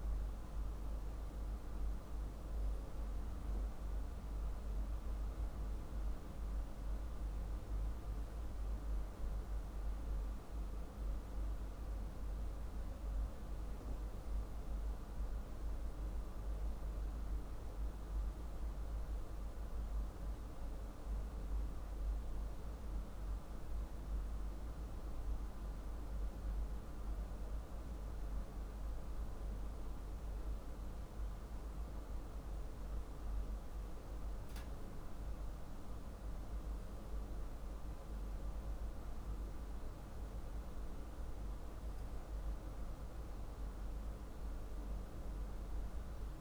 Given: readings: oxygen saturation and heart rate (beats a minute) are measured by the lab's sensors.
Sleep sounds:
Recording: breathing in sleep, hard to hear, by a room microphone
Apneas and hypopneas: none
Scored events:
none scored
From the record:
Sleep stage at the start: N2 (light sleep)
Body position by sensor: on the back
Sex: male

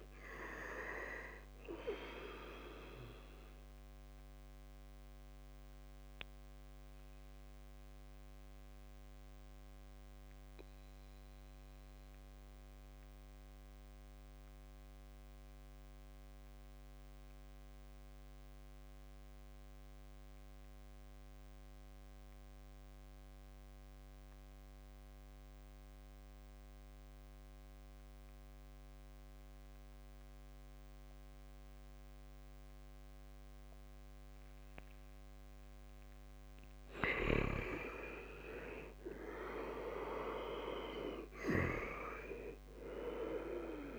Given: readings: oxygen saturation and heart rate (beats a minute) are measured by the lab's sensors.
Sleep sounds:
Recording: breathing in sleep by a microphone on the trachea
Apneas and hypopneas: 1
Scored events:
0.00-21.50 s: oxygen desaturation (device-marked, oxygen 82% lowest, heart rate 66 extreme)
3.00-35.50 s: mixed apnea (oxygen 98% before, 78% lowest, heart rate 70 before, 63 extreme, up 7 after)
32.50-43.99 s: oxygen desaturation (device-marked, oxygen 99% before, 79% lowest, heart rate 70 before, 63 extreme)
37.50-41.50 s: arousal
From the record:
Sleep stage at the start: N2 (light sleep)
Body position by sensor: on the back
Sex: male

